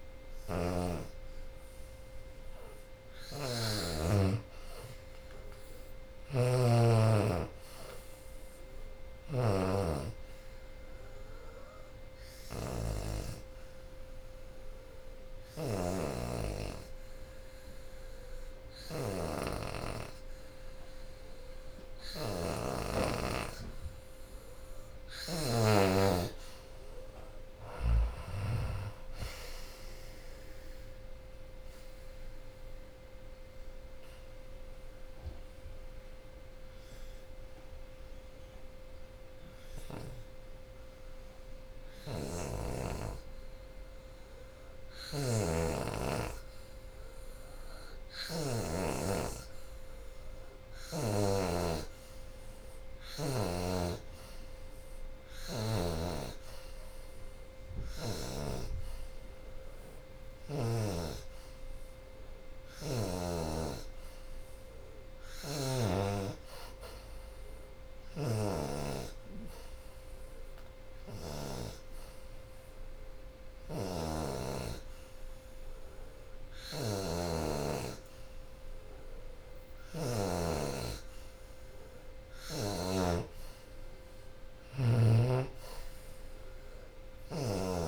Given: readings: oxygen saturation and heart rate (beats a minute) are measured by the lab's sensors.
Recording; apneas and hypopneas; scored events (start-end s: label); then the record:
breathing in sleep by a room microphone; 3
0.00-6.50 s: oxygen desaturation (device-marked, oxygen 85% lowest, heart rate 72 extreme)
8.50-17.50 s: oxygen desaturation (device-marked, oxygen 93% before, 87% lowest, heart rate 88 before, 68 extreme)
12.00-24.50 s: hypopnea (oxygen 93% before, 84% lowest, heart rate 87 before, 68 extreme, up 22 after)
25.50-29.50 s: arousal
25.50-37.50 s: drop in pulse transit time (device-marked, heart rate 80 before, 80 extreme)
25.50-48.50 s: oxygen desaturation (device-marked, oxygen 90% before, 84% lowest, heart rate 80 before, 68 extreme)
31.50-48.00 s: hypopnea (oxygen 93% before, 84% lowest, heart rate 80 before, 68 extreme, up 21 after)
50.50-54.50 s: arousal
69.00-80.00 s: hypopnea (oxygen 94% before, 84% lowest, heart rate 86 before, 78 extreme, up 15 after)
82.50-85.50 s: arousal
82.50-87.87 s: oxygen desaturation (device-marked, oxygen 90% before, 86% lowest, heart rate 85 before, 77 extreme)
From the record:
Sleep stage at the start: N2 (light sleep); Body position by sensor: on the back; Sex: female